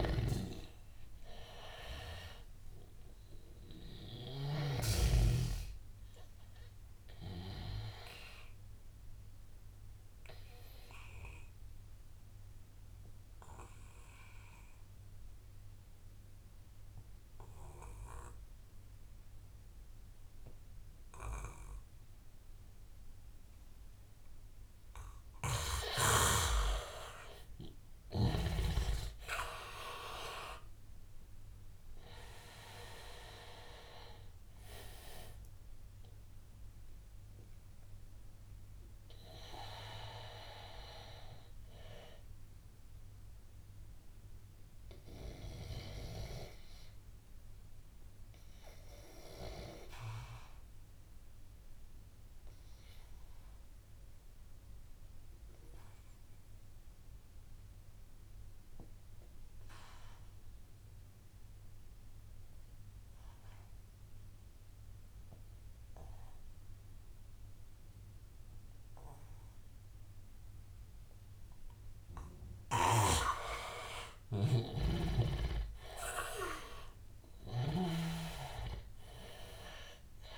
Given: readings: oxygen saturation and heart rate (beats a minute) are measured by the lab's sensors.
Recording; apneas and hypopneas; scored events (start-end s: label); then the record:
breathing in sleep by a room microphone; 2
0.00-4.50 s: snoring (device-marked)
0.00-15.50 s: oxygen desaturation (device-marked, oxygen 93% lowest, heart rate 85 extreme)
8.00-26.50 s: obstructive apnea (oxygen 98% before, 88% lowest, heart rate 88 before, 85 extreme, up 5 after)
21.50-56.50 s: oxygen desaturation (device-marked, oxygen 98% before, 88% lowest, heart rate 89 before, 86 extreme)
28.50-33.00 s: arousal
44.00-71.50 s: obstructive apnea (oxygen 98% before, 86% lowest, heart rate 89 before, 86 extreme, up 5 after)
70.50-80.38 s: oxygen desaturation (device-marked, oxygen 99% before, 86% lowest, heart rate 89 before, 83 extreme)
74.50-80.00 s: arousal
From the record:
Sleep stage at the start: N2 (light sleep); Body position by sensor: on the back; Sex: male